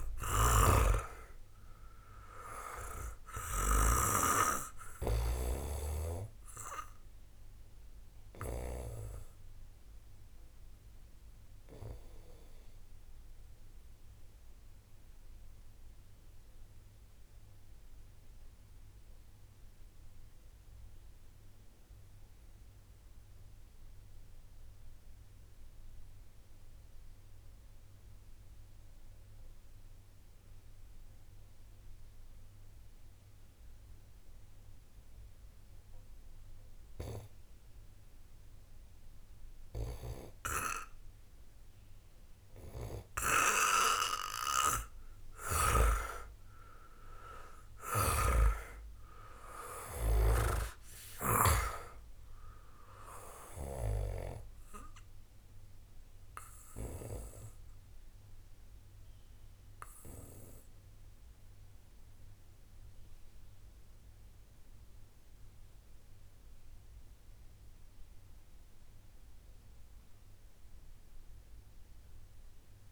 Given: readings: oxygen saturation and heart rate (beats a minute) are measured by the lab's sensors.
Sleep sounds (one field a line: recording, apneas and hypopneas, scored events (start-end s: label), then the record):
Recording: a person partly awake in a sleep study, by a room microphone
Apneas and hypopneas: 1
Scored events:
0.00-1.00 s: arousal
0.00-3.50 s: snoring (device-marked)
0.00-24.50 s: oxygen desaturation (device-marked, oxygen 90% lowest, heart rate 39 extreme)
10.00-42.00 s: obstructive apnea (heart rate 53 before, 26 extreme)
47.50-51.50 s: snoring (device-marked)
47.50-72.92 s: new sleep stage, awake
From the record:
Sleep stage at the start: N2 (light sleep)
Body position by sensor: on the back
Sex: male